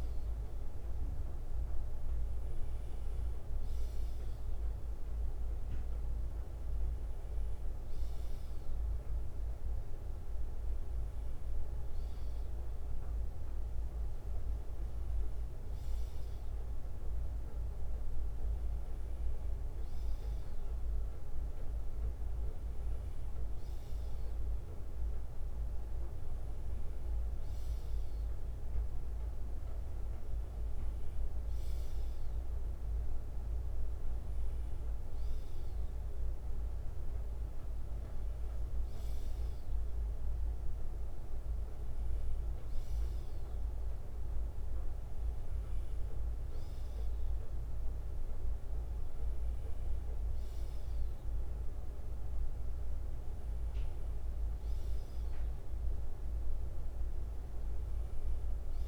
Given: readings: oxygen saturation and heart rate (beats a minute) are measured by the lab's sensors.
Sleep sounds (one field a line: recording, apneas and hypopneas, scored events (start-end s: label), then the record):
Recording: breathing in sleep, hard to hear, by a room microphone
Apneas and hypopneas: none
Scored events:
0.00-6.50 s: bradycardia (device-marked, heart rate 59 extreme)
37.50-39.50 s: bradycardia (device-marked, heart rate 61 before, 58 extreme)
45.50-54.50 s: bradycardia (device-marked, heart rate 61 before, 58 extreme)
From the record:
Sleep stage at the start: N2 (light sleep)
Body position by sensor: on the left side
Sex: male